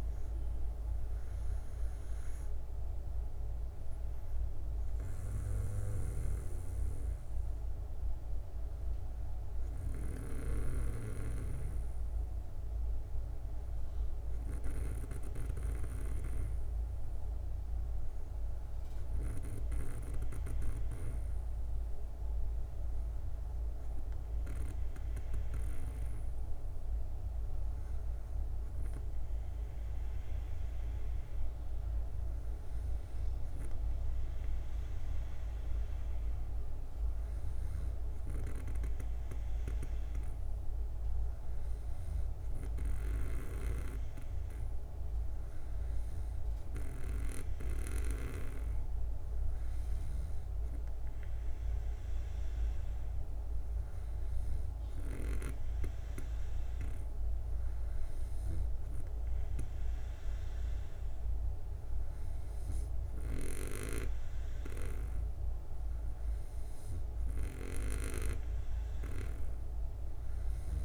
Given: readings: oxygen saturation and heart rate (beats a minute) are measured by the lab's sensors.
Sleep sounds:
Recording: breathing in sleep by a room microphone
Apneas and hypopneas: none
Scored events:
0.00-3.50 s: arousal
From the record:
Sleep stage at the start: N2 (light sleep)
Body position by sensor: on the back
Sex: female

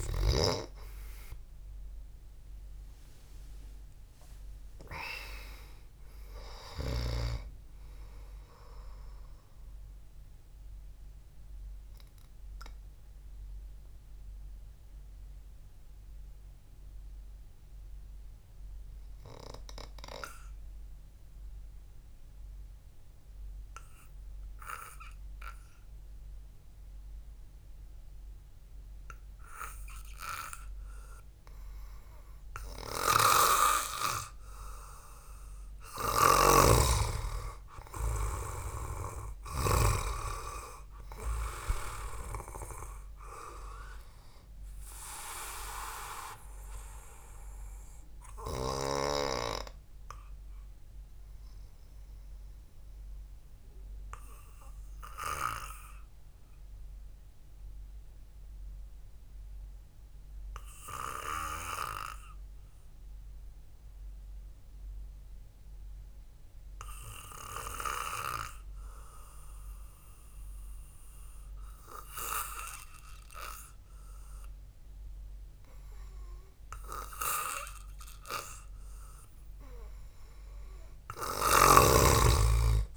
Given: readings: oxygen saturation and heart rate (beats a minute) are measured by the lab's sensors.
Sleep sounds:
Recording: breathing in sleep by a room microphone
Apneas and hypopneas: 2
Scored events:
12.50-33.50 s: mixed apnea (oxygen 96% before, 92% lowest, heart rate 64 before, 49 extreme, up 4 after)
36.50-40.00 s: snoring (device-marked)
38.00-42.00 s: arousal
52.50-77.00 s: mixed apnea (oxygen 98% before, 92% lowest, heart rate 56 before, 51 extreme, up 3 after)
53.50-66.50 s: oxygen desaturation (device-marked, oxygen 95% before, 92% lowest, heart rate 57 before, 51 extreme)
81.50-82.97 s: snoring (device-marked)
From the record:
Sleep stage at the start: N2 (light sleep)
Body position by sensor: on the back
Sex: male

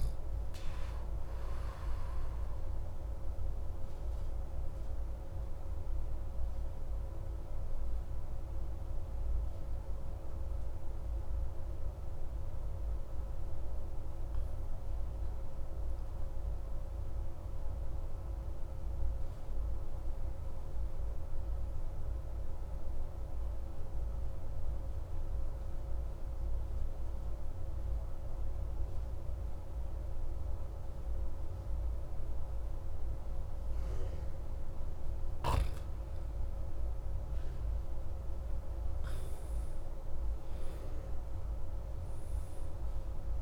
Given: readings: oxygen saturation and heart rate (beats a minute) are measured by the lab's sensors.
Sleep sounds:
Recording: breathing in sleep, hard to hear, by a room microphone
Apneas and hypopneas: 1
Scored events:
1.50-34.50 s: obstructive apnea (oxygen 99% before, 93% lowest)
36.50-40.00 s: arousal
39.50-43.42 s: oxygen desaturation (device-marked, oxygen 96% before, 93% lowest)
From the record:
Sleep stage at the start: N2 (light sleep)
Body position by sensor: on the back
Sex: male

